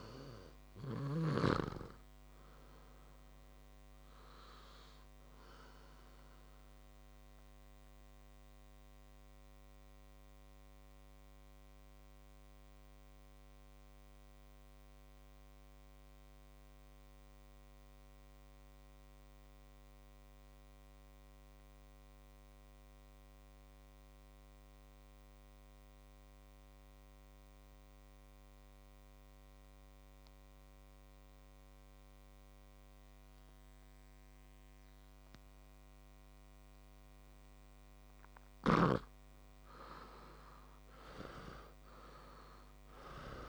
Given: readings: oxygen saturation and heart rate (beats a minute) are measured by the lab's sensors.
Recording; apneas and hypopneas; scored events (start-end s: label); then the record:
breathing in sleep by a microphone on the trachea; 1
0.00-20.50 s: oxygen desaturation (device-marked, oxygen 87% lowest, heart rate 56 extreme)
8.00-38.00 s: mixed apnea (oxygen 99% before, 87% lowest, heart rate 64 before, 56 extreme, up 6 after)
37.50-43.49 s: oxygen desaturation (device-marked, oxygen 99% before, 87% lowest, heart rate 59 before, 56 extreme)
40.50-43.49 s: arousal
From the record:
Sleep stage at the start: N2 (light sleep); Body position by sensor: on the back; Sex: male